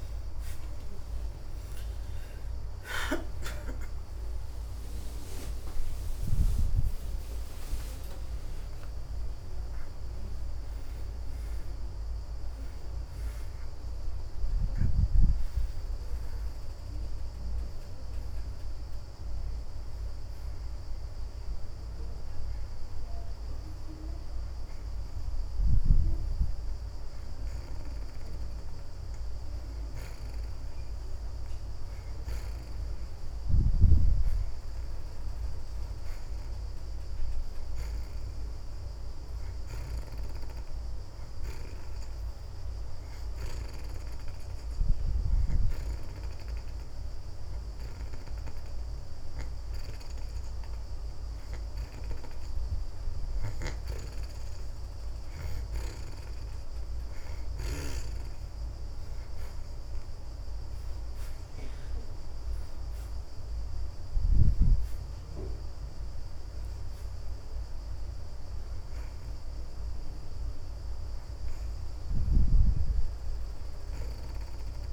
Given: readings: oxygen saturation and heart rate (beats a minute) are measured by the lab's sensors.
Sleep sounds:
breathing in sleep by a room microphone; 2
0.50-7.50 s: arousal
16.50-31.50 s: oxygen desaturation (device-marked, oxygen 69% before, 59% lowest)
20.50-32.00 s: hypopnea (oxygen 69% before, 59% lowest)
33.50-36.50 s: arousal
42.50-53.00 s: hypopnea (oxygen 81% before, 64% lowest)
46.50-58.50 s: oxygen desaturation (device-marked, oxygen 81% before, 66% lowest)
59.00-62.50 s: arousal
63.50-74.93 s: oxygen desaturation (device-marked, oxygen 71% before, 64% lowest)
From the record:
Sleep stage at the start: N2 (light sleep); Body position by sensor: on the back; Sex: female

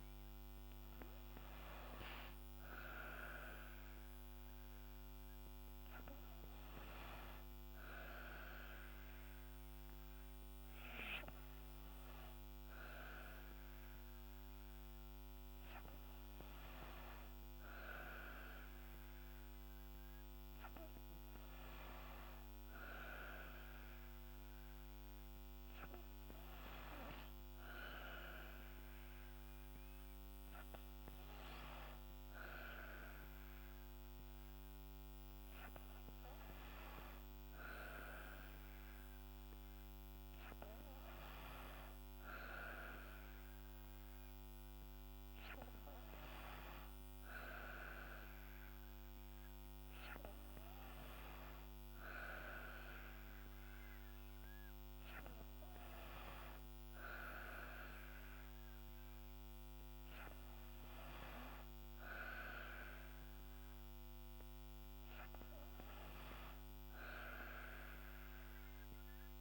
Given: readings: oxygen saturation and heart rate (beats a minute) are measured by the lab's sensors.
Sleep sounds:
breathing in sleep by a microphone on the trachea; none
none scored
From the record:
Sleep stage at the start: N2 (light sleep); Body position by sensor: on the back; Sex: female

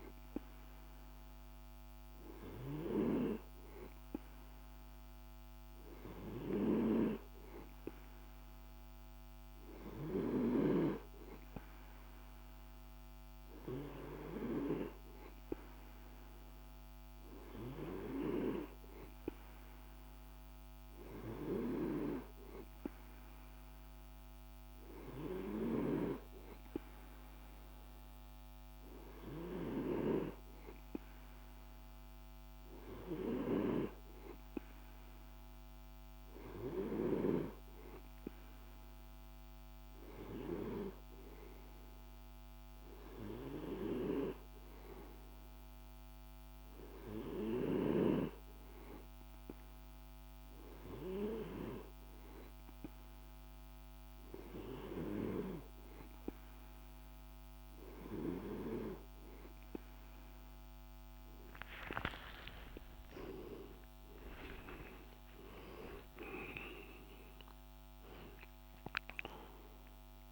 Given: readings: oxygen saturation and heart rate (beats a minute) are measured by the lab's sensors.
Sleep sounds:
breathing in sleep by a microphone on the trachea; none
61.50-66.00 s: arousal
From the record:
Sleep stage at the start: N2 (light sleep); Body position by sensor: on the right side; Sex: male

